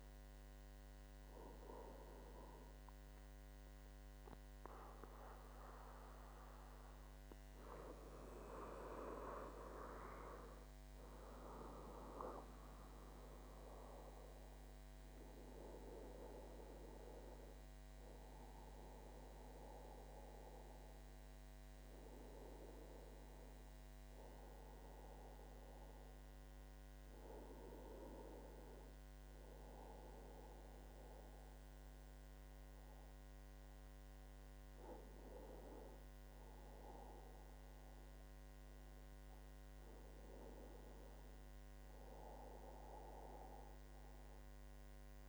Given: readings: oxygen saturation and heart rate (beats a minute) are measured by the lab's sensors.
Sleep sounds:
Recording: breathing in sleep by a microphone on the trachea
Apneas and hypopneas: none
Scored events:
42.00-45.00 s: arousal
From the record:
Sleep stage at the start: N1 (lightest sleep)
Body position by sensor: on the back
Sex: male

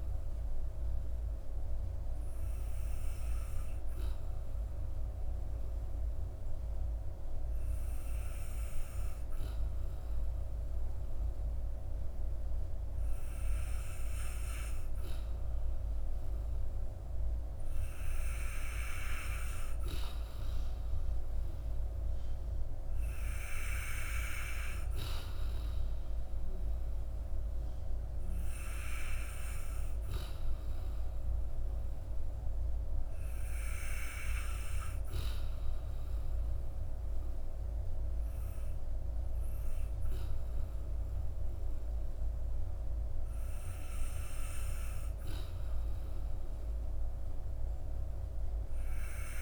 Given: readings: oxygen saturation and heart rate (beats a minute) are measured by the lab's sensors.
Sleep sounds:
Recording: breathing in sleep by a room microphone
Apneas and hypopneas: 1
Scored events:
0.50-18.00 s: obstructive apnea (oxygen 95% before, 92% lowest, heart rate 56 before, 50 extreme, up 6 after)
20.00-23.50 s: arousal
From the record:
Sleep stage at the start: N2 (light sleep)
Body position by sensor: on the back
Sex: male

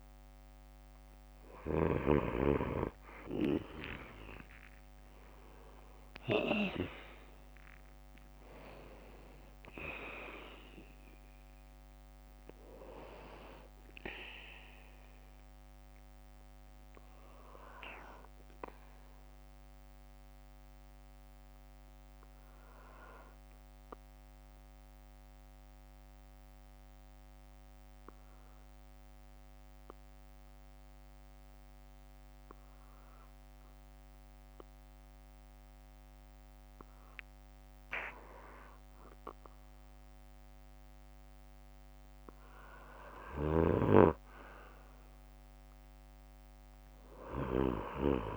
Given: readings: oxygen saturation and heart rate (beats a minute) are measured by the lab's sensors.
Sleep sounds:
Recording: breathing in sleep by a microphone on the trachea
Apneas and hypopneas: 1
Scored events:
4.50-9.50 s: arousal
20.00-38.50 s: obstructive apnea (oxygen 97% before, 94% lowest, heart rate 66 before, 58 extreme, up 9 after)
46.00-48.37 s: arousal
From the record:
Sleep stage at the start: N2 (light sleep)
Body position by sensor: on the back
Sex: male

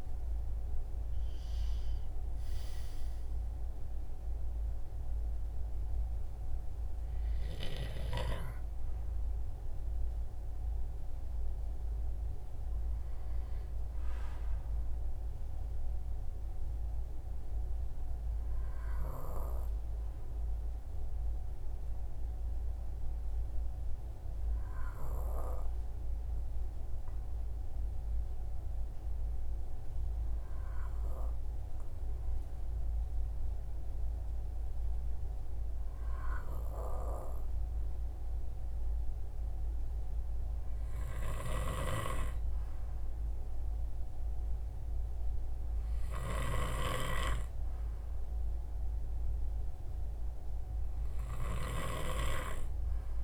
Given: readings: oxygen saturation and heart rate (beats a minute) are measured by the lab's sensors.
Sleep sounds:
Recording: breathing in sleep by a room microphone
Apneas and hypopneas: 1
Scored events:
22.50-40.50 s: obstructive apnea (oxygen 96% before, 93% lowest, heart rate 61 before, 60 extreme, up 4 after)
43.00-46.00 s: arousal
From the record:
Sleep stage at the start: N2 (light sleep)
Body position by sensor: on the right side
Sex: male

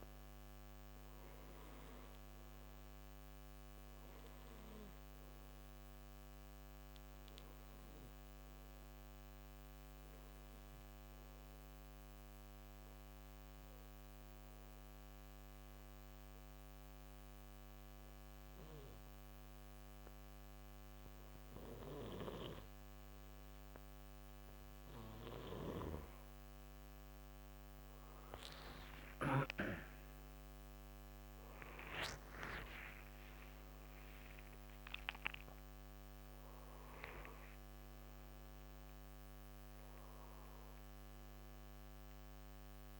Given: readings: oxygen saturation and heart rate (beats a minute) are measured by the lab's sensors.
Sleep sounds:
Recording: breathing in sleep by a microphone on the trachea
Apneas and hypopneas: 1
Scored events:
0.00-1.50 s: arousal
0.00-16.50 s: oxygen desaturation (device-marked, oxygen 90% lowest, heart rate 63 extreme)
8.50-24.50 s: obstructive apnea (oxygen 96% before, 90% lowest, heart rate 67 before, 57 extreme, up 39 after)
29.00-35.50 s: arousal
31.50-43.00 s: oxygen desaturation (device-marked, oxygen 94% before, 90% lowest, heart rate 69 before, 57 extreme)
From the record:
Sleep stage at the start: N2 (light sleep)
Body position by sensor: on the right side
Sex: male

